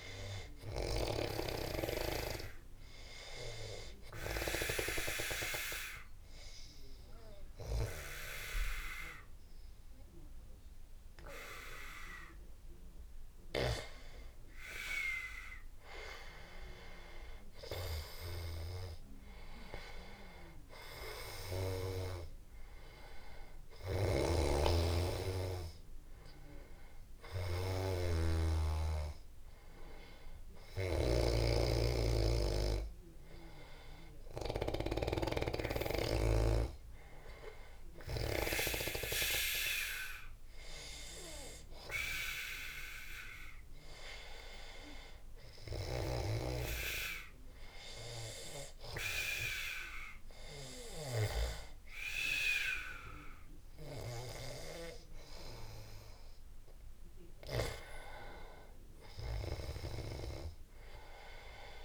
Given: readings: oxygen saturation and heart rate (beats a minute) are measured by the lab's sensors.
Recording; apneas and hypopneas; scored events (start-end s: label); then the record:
breathing in sleep by a room microphone; 2
4.50-15.50 s: obstructive apnea (oxygen 96% before, 92% lowest, heart rate 87 before, 76 extreme, up 19 after)
18.50-22.00 s: arousal
23.50-35.50 s: oxygen desaturation (device-marked, oxygen 97% before, 92% lowest, heart rate 87 before, 79 extreme)
24.00-35.50 s: snoring (device-marked)
39.00-56.50 s: hypopnea (oxygen 97% before, 93% lowest, heart rate 87 before, 75 extreme, up 3 after)
58.00-61.85 s: arousal
From the record:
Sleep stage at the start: N2 (light sleep); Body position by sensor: on the back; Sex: male